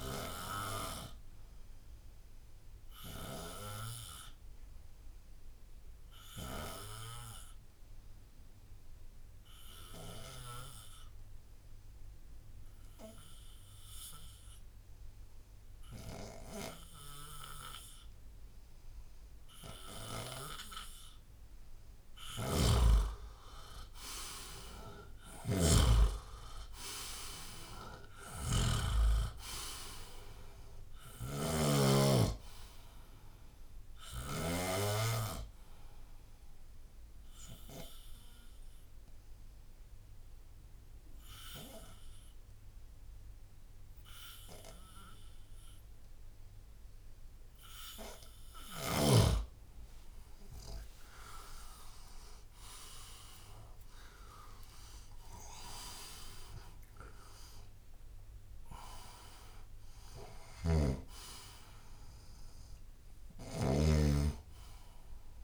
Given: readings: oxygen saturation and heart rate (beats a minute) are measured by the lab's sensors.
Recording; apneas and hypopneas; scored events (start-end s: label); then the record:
breathing in sleep by a room microphone; 2
0.00-11.50 s: oxygen desaturation (device-marked, oxygen 90% lowest, heart rate 69 extreme)
2.00-21.00 s: obstructive apnea (oxygen 97% before, 88% lowest, heart rate 75 before, 69 extreme, up 15 after)
22.00-34.50 s: snoring (device-marked)
24.50-49.50 s: oxygen desaturation (device-marked, oxygen 98% before, 88% lowest, heart rate 77 before, 69 extreme)
36.00-48.00 s: obstructive apnea (oxygen 98% before, 87% lowest, heart rate 77 before, 70 extreme, up 4 after)
51.00-58.00 s: arousal
60.50-64.00 s: snoring (device-marked)
62.50-65.44 s: oxygen desaturation (device-marked, oxygen 98% before, 95% lowest, heart rate 79 before, 56 extreme)
From the record:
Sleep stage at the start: N2 (light sleep); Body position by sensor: on the left side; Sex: male